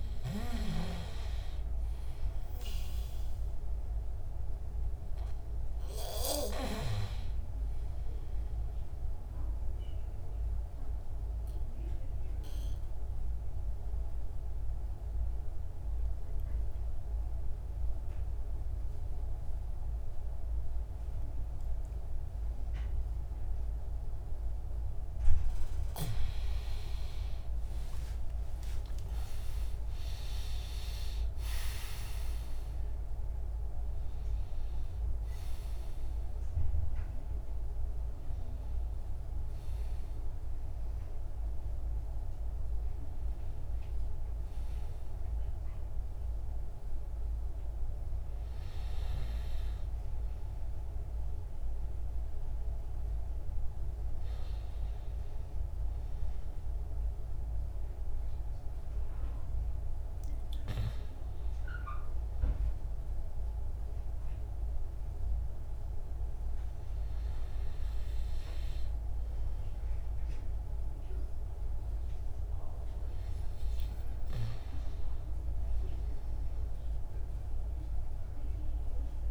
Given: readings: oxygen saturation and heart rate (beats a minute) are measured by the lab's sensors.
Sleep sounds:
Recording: breathing in sleep by a room microphone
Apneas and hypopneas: 1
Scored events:
8.00-25.00 s: obstructive apnea (oxygen 98% before, 93% lowest)
27.00-31.00 s: arousal
32.00-56.00 s: oxygen desaturation (device-marked, oxygen 98% before, 93% lowest)
From the record:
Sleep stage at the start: N2 (light sleep)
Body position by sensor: on the back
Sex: male

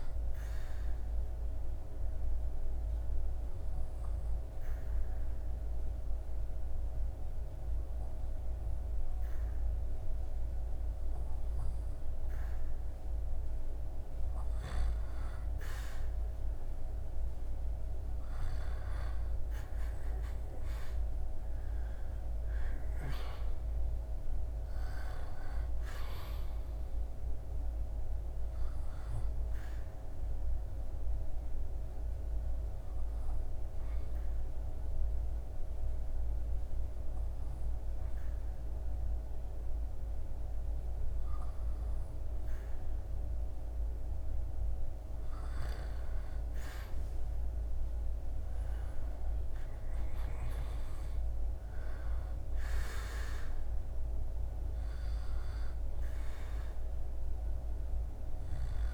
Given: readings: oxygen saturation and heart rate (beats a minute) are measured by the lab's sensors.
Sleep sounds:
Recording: breathing in sleep, hard to hear, by a room microphone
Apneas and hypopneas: 2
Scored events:
0.50-12.50 s: obstructive apnea (oxygen 99% before, 94% lowest, heart rate 76 before, 70 extreme, up 1 after)
16.00-20.00 s: arousal
21.50-41.50 s: oxygen desaturation (device-marked, oxygen 98% before, 94% lowest, heart rate 75 before, 69 extreme)
29.50-43.50 s: obstructive apnea (oxygen 98% before, 94% lowest, heart rate 76 before, 69 extreme, up 11 after)
45.50-49.00 s: arousal
From the record:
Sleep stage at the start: N2 (light sleep)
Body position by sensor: on the back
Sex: male

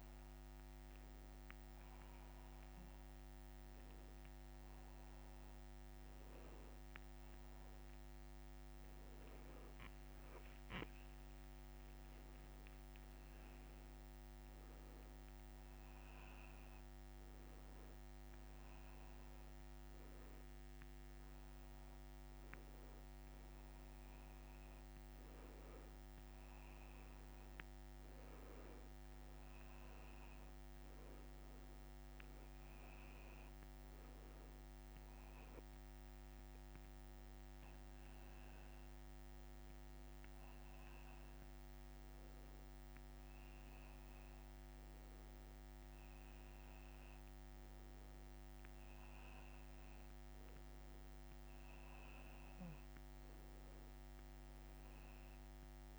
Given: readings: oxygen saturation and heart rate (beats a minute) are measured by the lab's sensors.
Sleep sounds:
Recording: breathing in sleep, hard to hear, by a microphone on the trachea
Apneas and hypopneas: none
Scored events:
25.00-55.99 s: new sleep stage, N2 (light sleep)
From the record:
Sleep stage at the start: N1 (lightest sleep)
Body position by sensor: on the back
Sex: male

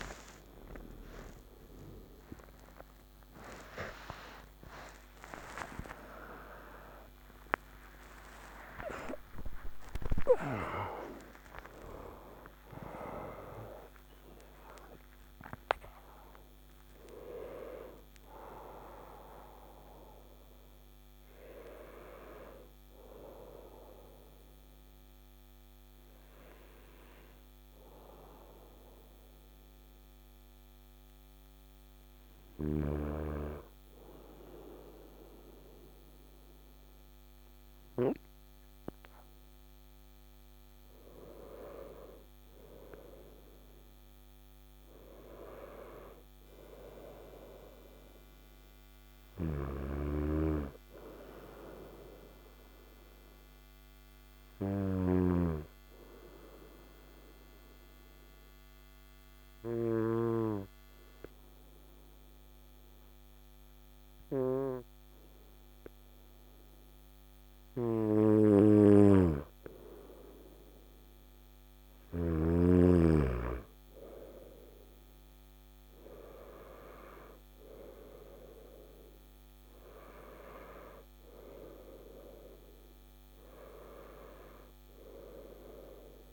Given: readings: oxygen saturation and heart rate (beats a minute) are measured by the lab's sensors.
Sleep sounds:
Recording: a person partly awake in a sleep study, by a microphone on the trachea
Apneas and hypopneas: 2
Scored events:
0.00-17.50 s: oxygen desaturation (device-marked, oxygen 93% lowest, heart rate 54 extreme)
21.50-86.33 s: new sleep stage, N2 (light sleep)
25.00-38.00 s: hypopnea (oxygen 97% before, 93% lowest, heart rate 97 before, 54 extreme, up 6 after)
41.50-45.00 s: arousal
44.50-65.50 s: oxygen desaturation (device-marked, oxygen 100% before, 96% lowest, heart rate 59 before, 54 extreme)
48.50-54.50 s: snoring (device-marked)
54.00-69.50 s: obstructive apnea (oxygen 100% before, 93% lowest, heart rate 58 before, 54 extreme, up 8 after)
68.00-72.00 s: snoring (device-marked)
72.50-76.50 s: arousal
74.50-86.33 s: oxygen desaturation (device-marked, oxygen 98% before, 93% lowest, heart rate 56 before, 57 extreme)
From the record:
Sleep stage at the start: awake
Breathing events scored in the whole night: 351 in 5.6 hours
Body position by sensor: on the right side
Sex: male

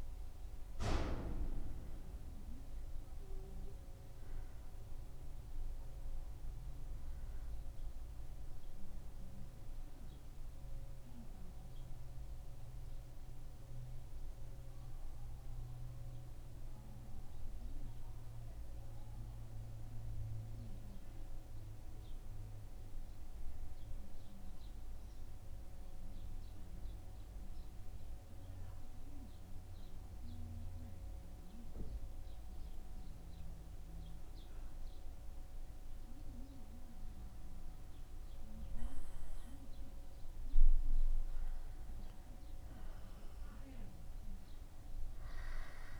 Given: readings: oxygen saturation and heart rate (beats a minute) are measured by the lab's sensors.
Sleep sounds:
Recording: breathing in sleep by a room microphone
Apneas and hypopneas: 1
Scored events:
12.50-38.50 s: mixed apnea (oxygen 97% before, 94% lowest, heart rate 77 before, 74 extreme, up 1 after)
41.50-46.00 s: arousal
From the record:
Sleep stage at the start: N2 (light sleep)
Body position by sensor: on the back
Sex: male

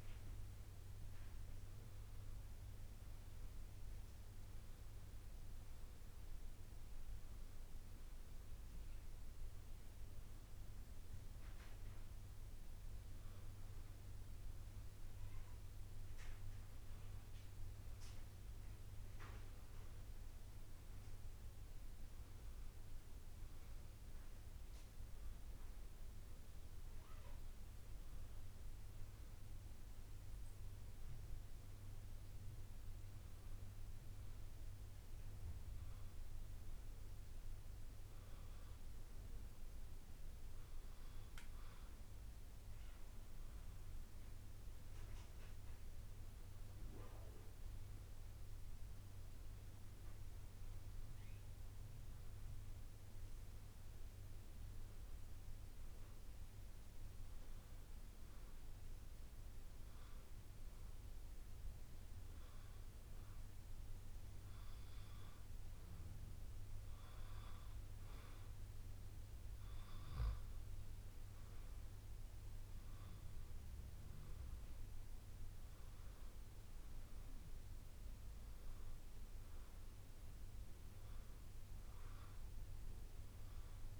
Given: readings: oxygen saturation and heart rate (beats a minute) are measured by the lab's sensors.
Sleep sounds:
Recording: breathing in sleep, hard to hear, by a room microphone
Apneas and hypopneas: none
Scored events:
1.50-12.50 s: oxygen desaturation (device-marked, oxygen 96% before, 93% lowest, heart rate 66 before, 64 extreme)
27.50-84.00 s: new sleep stage, N2 (light sleep)
From the record:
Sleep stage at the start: N1 (lightest sleep)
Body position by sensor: on the back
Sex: male

